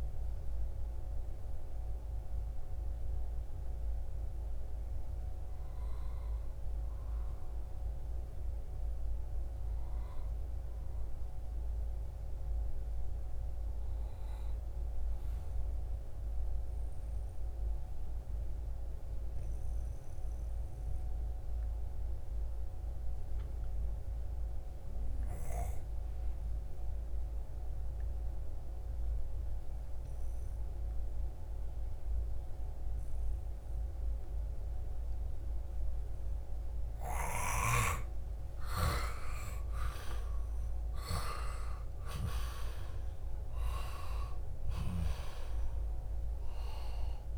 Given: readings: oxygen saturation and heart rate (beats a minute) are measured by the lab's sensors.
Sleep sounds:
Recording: breathing in sleep by a room microphone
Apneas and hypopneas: 1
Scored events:
2.50-9.50 s: oxygen desaturation (device-marked, oxygen 96% before, 89% lowest, heart rate 71 before, 64 extreme)
16.50-36.00 s: obstructive apnea (oxygen 98% before, 88% lowest, heart rate 75 before, 64 extreme, up 10 after)
27.50-47.38 s: oxygen desaturation (device-marked, oxygen 98% before, 88% lowest, heart rate 69 before, 57 extreme)
37.50-44.00 s: arousal
From the record:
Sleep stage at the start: N2 (light sleep)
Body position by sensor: on the back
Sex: male

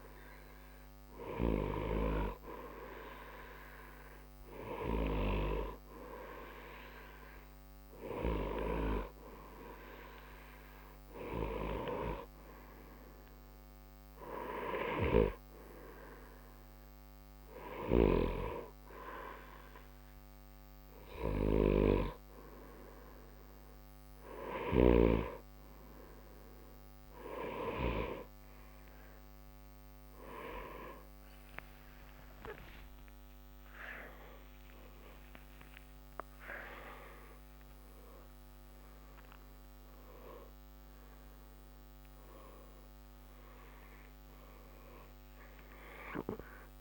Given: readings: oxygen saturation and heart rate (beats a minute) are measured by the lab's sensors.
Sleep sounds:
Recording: breathing in sleep by a microphone on the trachea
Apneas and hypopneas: none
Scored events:
32.00-38.00 s: arousal
39.50-46.81 s: new sleep stage, N1 (lightest sleep)
From the record:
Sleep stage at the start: N2 (light sleep)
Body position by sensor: on the right side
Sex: male

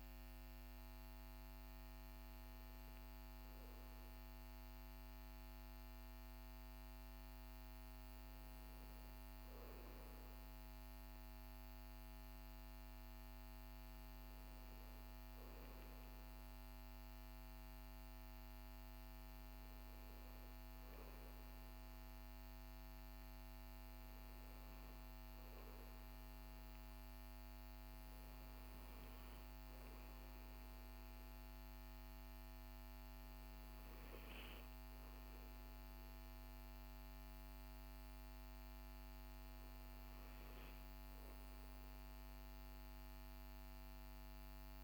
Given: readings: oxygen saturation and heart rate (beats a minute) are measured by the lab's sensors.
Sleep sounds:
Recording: breathing in sleep, hard to hear, by a microphone on the trachea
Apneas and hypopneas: none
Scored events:
none scored
From the record:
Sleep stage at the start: N2 (light sleep)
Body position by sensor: on the back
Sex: male

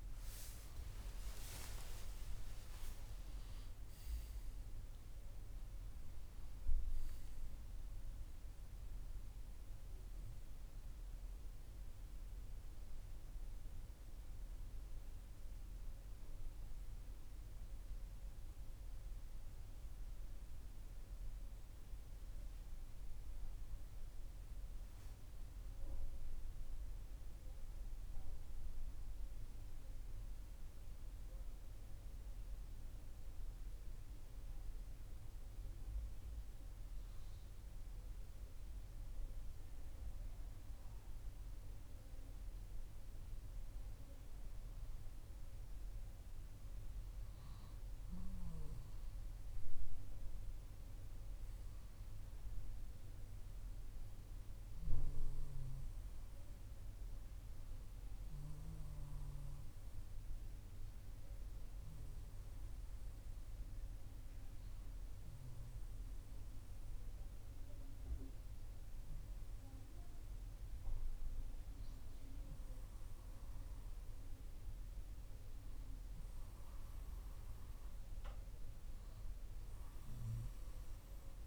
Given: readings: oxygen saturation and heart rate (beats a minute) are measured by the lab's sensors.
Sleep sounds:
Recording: breathing in sleep, hard to hear, by a room microphone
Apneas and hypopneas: 2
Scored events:
21.50-39.00 s: hypopnea (oxygen 96% before, 94% lowest, heart rate 67 before, 58 extreme, up 0 after)
40.50-44.50 s: arousal
58.00-75.50 s: obstructive apnea (oxygen 97% before, 94% lowest, heart rate 59 before, 58 extreme, up 2 after)
From the record:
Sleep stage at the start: N2 (light sleep)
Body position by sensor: on the left side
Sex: male

